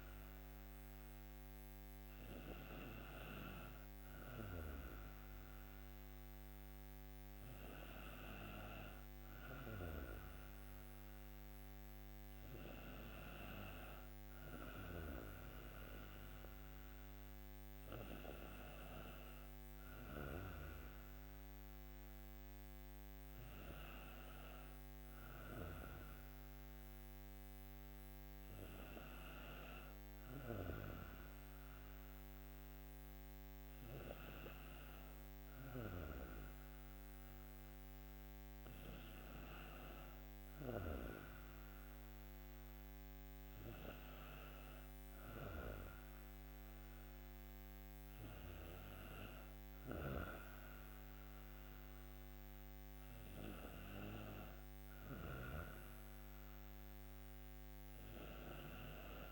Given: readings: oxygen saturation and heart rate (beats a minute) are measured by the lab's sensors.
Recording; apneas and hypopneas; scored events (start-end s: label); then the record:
breathing in sleep by a microphone on the trachea; none
none scored
From the record:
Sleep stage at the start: N2 (light sleep); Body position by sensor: on the right side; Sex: female